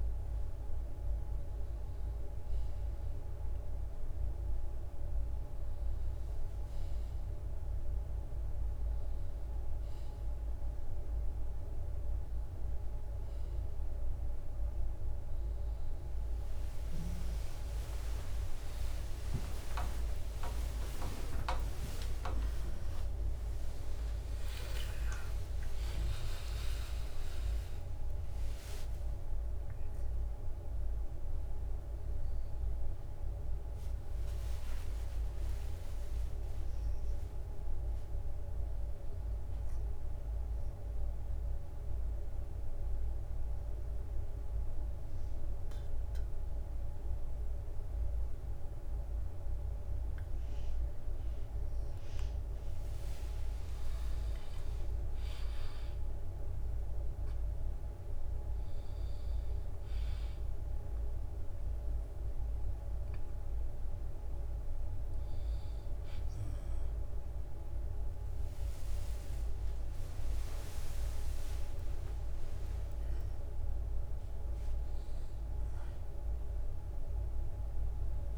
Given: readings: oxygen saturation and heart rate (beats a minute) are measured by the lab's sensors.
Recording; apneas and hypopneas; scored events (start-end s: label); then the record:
a person partly awake in a sleep study, hard to hear, by a room microphone; 1
0.00-11.50 s: drop in pulse transit time (device-marked, heart rate 58 extreme)
6.50-36.50 s: new sleep stage, awake
18.50-20.50 s: long interval between heartbeats (device-marked, heart rate 61 before, 76 extreme)
18.50-21.50 s: tachycardia (device-marked, heart rate 59 before, 92 extreme)
20.50-22.50 s: long interval between heartbeats (device-marked, heart rate 63 before, 92 extreme)
22.50-28.50 s: tachycardia (device-marked, heart rate 59 before, 120 extreme)
23.50-35.50 s: drop in pulse transit time (device-marked, heart rate 69 before, 75 extreme)
25.50-27.50 s: long interval between heartbeats (device-marked, heart rate 73 before, 113 extreme)
28.00-30.00 s: long interval between heartbeats (device-marked, heart rate 78 before, 107 extreme)
34.00-36.00 s: long interval between heartbeats (device-marked, heart rate 89 before, 75 extreme)
36.50-78.38 s: new sleep stage, N1 (lightest sleep)
40.50-52.00 s: mixed apnea (oxygen 96% before, 95% lowest, heart rate 92 before, 56 extreme, up 14 after)
41.50-49.50 s: bradycardia (device-marked, heart rate 60 before, 56 extreme)
52.50-54.50 s: long interval between heartbeats (device-marked, heart rate 65 before, 69 extreme)
53.00-58.00 s: arousal
56.50-60.50 s: bradycardia (device-marked, heart rate 60 before, 59 extreme)
58.50-68.50 s: drop in pulse transit time (device-marked, heart rate 63 before, 59 extreme)
68.00-70.00 s: long interval between heartbeats (device-marked, heart rate 63 before, 68 extreme)
70.50-72.50 s: long interval between heartbeats (device-marked, heart rate 64 before, 79 extreme)
From the record:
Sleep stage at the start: N2 (light sleep); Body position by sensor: on the back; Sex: male